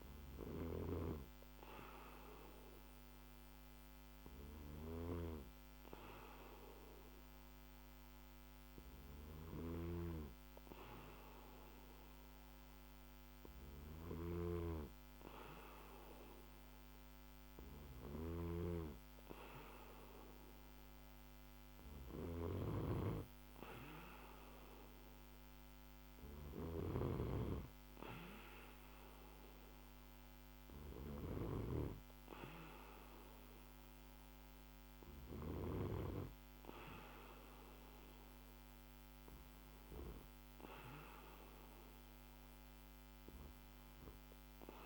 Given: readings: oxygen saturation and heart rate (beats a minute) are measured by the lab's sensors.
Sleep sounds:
breathing in sleep by a microphone on the trachea; none
none scored
From the record:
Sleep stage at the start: N2 (light sleep); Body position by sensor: on the back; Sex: male

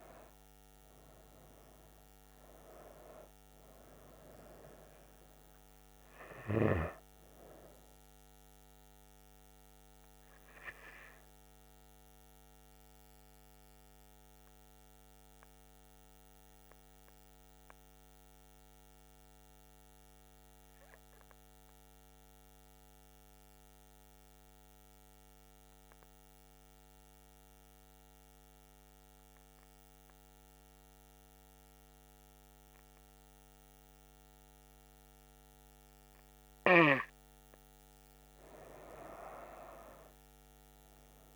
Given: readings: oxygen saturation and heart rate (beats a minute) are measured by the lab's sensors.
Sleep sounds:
breathing in sleep by a microphone on the trachea; 1
0.00-20.00 s: oxygen desaturation (device-marked, oxygen 90% lowest, heart rate 64 extreme)
16.00-36.00 s: obstructive apnea (oxygen 96% before, 90% lowest, heart rate 74 before, 68 extreme, up 16 after)
35.00-41.36 s: oxygen desaturation (device-marked, oxygen 97% before, 91% lowest, heart rate 69 before, 65 extreme)
From the record:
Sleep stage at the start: N2 (light sleep); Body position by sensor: on the right side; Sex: female

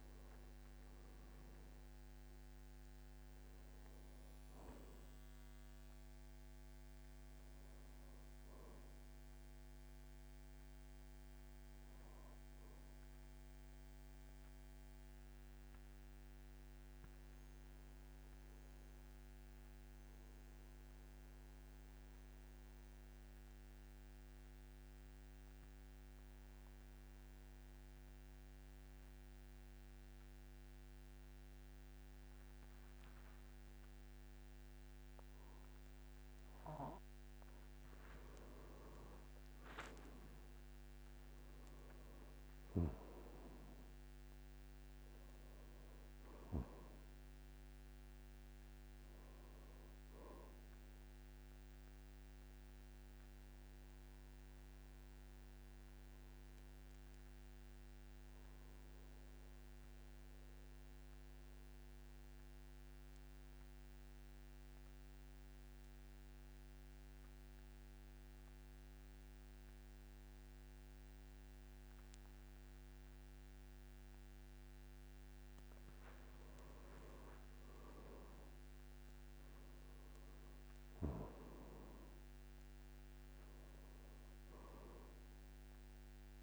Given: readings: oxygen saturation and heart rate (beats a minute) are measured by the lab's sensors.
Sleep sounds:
breathing in sleep, hard to hear, by a microphone on the trachea; 2
0.00-3.00 s: arousal
1.00-26.00 s: oxygen desaturation (device-marked, oxygen 98% before, 91% lowest, heart rate 53 before, 47 extreme)
14.00-38.00 s: mixed apnea (oxygen 98% before, 89% lowest, heart rate 57 before, 46 extreme, up 13 after)
38.00-67.00 s: oxygen desaturation (device-marked, oxygen 99% before, 89% lowest, heart rate 51 before, 46 extreme)
40.00-45.50 s: arousal
51.50-75.00 s: mixed apnea (oxygen 99% before, 89% lowest, heart rate 58 before, 46 extreme, up 19 after)
77.50-81.50 s: arousal
80.00-86.43 s: oxygen desaturation (device-marked, oxygen 99% before, 93% lowest, heart rate 51 before, 47 extreme)
From the record:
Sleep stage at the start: N2 (light sleep); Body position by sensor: on the back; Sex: male

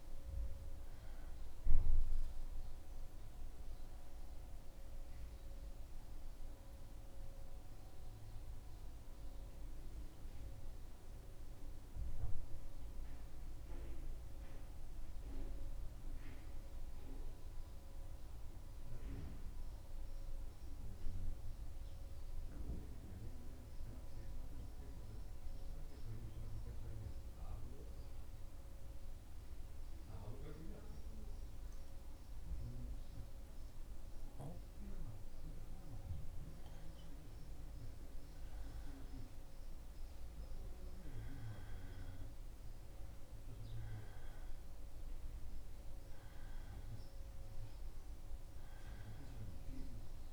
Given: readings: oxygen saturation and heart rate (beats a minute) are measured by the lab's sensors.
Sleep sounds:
breathing in sleep by a room microphone; 1
6.00-35.50 s: central apnea (oxygen 97% before, 93% lowest, heart rate 78 before, 75 extreme, up 1 after)
8.50-50.33 s: new sleep stage, N2 (light sleep)
38.50-42.50 s: arousal
From the record:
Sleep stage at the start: N1 (lightest sleep); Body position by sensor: on the back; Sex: male

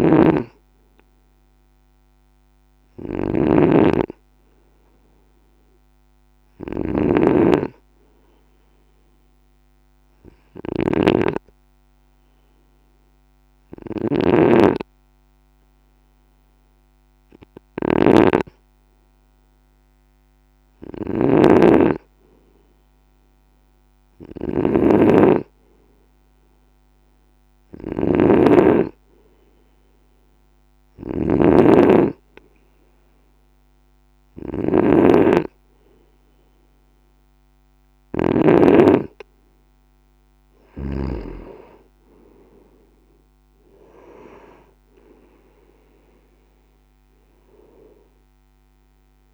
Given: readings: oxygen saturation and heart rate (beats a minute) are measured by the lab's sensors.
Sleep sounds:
breathing in sleep by a microphone on the trachea; 1
0.00-38.50 s: snoring (device-marked)
1.50-5.00 s: arousal
9.00-21.50 s: hypopnea (oxygen 96% before, 92% lowest, heart rate 53 before, 50 extreme, up 10 after)
23.00-26.50 s: arousal
40.00-49.34 s: oxygen desaturation (device-marked, oxygen 95% before, 92% lowest, heart rate 59 before, 53 extreme)
From the record:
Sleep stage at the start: N2 (light sleep); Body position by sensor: on the right side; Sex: male

